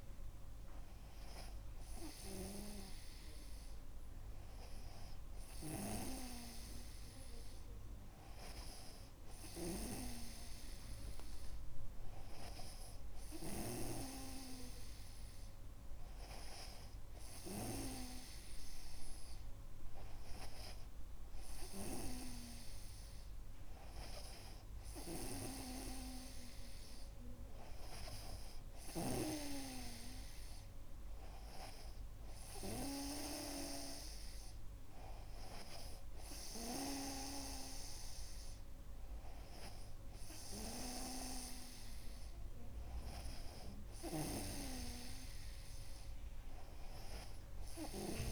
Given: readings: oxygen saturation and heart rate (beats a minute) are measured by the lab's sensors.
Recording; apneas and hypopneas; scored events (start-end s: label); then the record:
breathing in sleep by a room microphone; none
none scored
From the record:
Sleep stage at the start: N2 (light sleep); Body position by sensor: on the right side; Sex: male